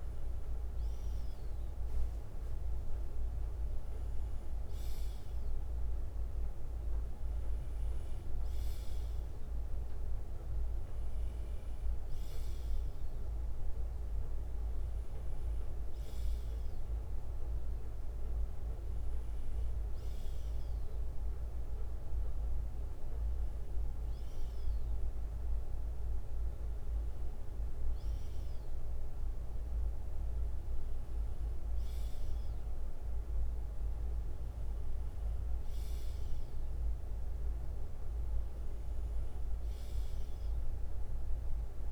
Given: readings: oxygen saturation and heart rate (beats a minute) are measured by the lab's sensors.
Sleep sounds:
breathing in sleep, hard to hear, by a room microphone; none
8.50-14.50 s: bradycardia (device-marked, heart rate 61 before, 59 extreme)
15.50-24.50 s: bradycardia (device-marked, heart rate 61 before, 57 extreme)
39.50-41.92 s: bradycardia (device-marked, heart rate 61 before, 57 extreme)
From the record:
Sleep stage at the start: N2 (light sleep); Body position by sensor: on the left side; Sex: male

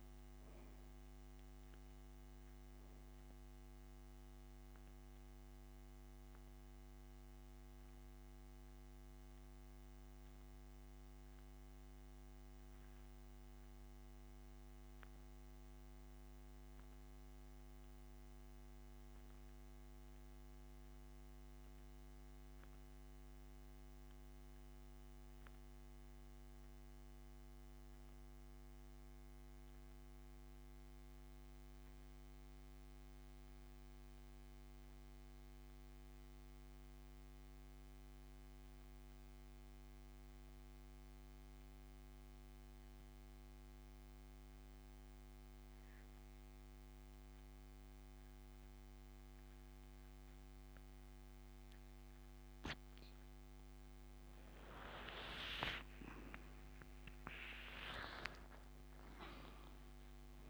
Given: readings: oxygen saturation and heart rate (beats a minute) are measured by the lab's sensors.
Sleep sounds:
breathing in sleep, hard to hear, by a microphone on the trachea; 1
4.50-52.50 s: mixed apnea (oxygen 97% before, 83% lowest, heart rate 36 before, 35 extreme, up 46 after)
32.50-47.50 s: oxygen desaturation (device-marked, oxygen 93% before, 84% lowest, heart rate 66 before, 35 extreme)
54.50-60.50 s: new sleep stage, N1 (lightest sleep)
55.50-60.50 s: arousal
From the record:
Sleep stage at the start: N2 (light sleep); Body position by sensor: on the back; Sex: male

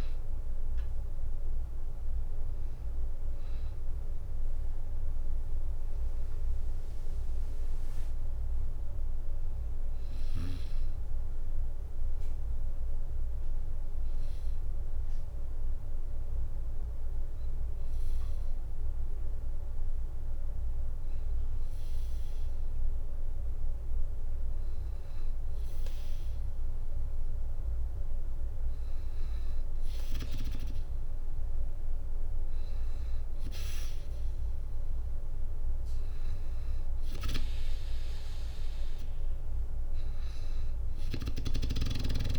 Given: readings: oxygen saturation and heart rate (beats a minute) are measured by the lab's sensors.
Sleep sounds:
breathing in sleep by a room microphone; 1
0.00-15.00 s: drop in pulse transit time (device-marked, heart rate 64 extreme)
5.00-8.50 s: arousal
12.50-25.00 s: hypopnea (oxygen 96% before, 94% lowest, heart rate 69 before, 61 extreme, up 1 after)
28.00-42.39 s: oxygen desaturation (device-marked, oxygen 97% before, 94% lowest, heart rate 63 before, 59 extreme)
From the record:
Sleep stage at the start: N2 (light sleep); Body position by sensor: on the back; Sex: female

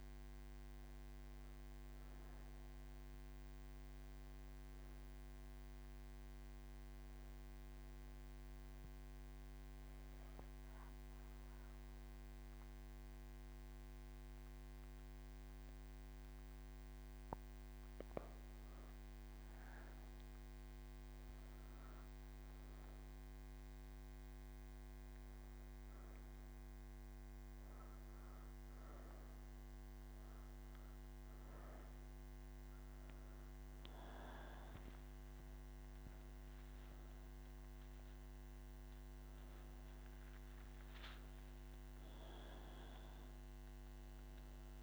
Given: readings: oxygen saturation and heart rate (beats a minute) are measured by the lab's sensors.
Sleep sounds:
breathing in sleep, hard to hear, by a microphone on the trachea; 1
7.50-17.50 s: obstructive apnea (oxygen 98% before, 94% lowest)
From the record:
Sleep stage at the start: N1 (lightest sleep); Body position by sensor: on the right side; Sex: female

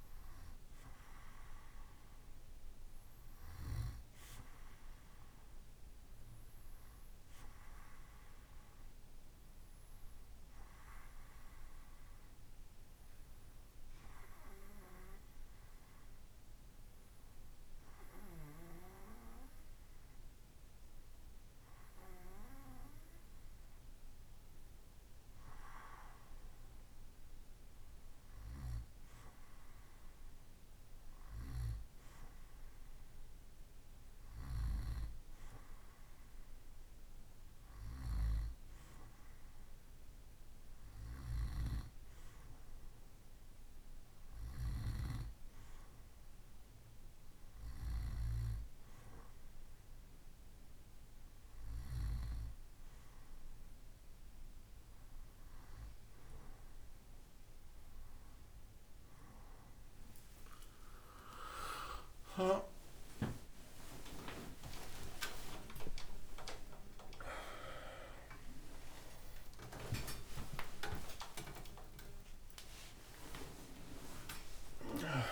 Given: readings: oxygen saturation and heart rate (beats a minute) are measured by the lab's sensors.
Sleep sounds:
breathing in sleep by a room microphone; none
60.00-75.32 s: new sleep stage, N1 (lightest sleep)
61.00-75.00 s: tachycardia (device-marked, heart rate 69 before, 152 extreme)
62.00-69.50 s: arousal
From the record:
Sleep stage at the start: N2 (light sleep); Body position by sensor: on the right side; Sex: male

